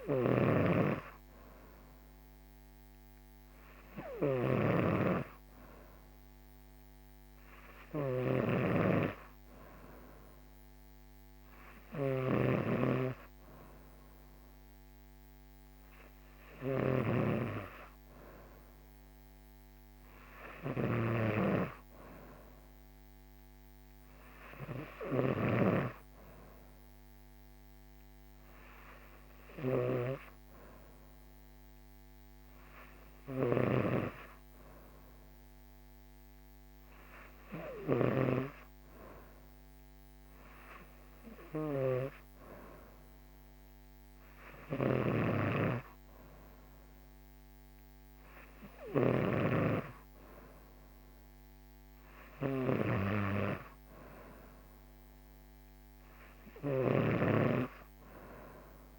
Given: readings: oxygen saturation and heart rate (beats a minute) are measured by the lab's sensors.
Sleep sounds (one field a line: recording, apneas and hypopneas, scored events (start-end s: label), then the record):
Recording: breathing in sleep by a microphone on the trachea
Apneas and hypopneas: none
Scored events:
0.00-58.99 s: snoring (device-marked)
From the record:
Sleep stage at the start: N2 (light sleep)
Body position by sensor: on the right side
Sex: female